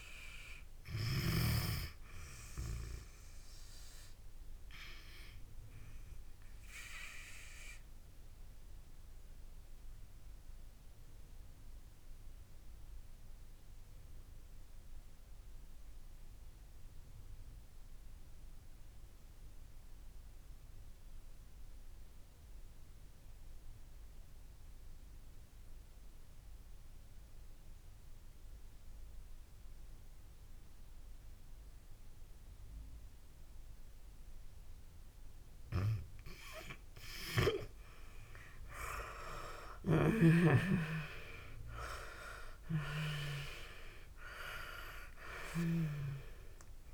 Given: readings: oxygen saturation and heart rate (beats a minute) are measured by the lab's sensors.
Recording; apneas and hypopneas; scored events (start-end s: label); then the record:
breathing in sleep by a room microphone; 1
0.00-29.00 s: oxygen desaturation (device-marked, oxygen 81% lowest)
5.50-35.00 s: obstructive apnea (oxygen 97% before, 76% lowest)
38.00-41.50 s: arousal
42.00-46.94 s: oxygen desaturation (device-marked, oxygen 97% before, 76% lowest)
From the record:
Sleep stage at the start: N2 (light sleep); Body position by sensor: on the back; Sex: female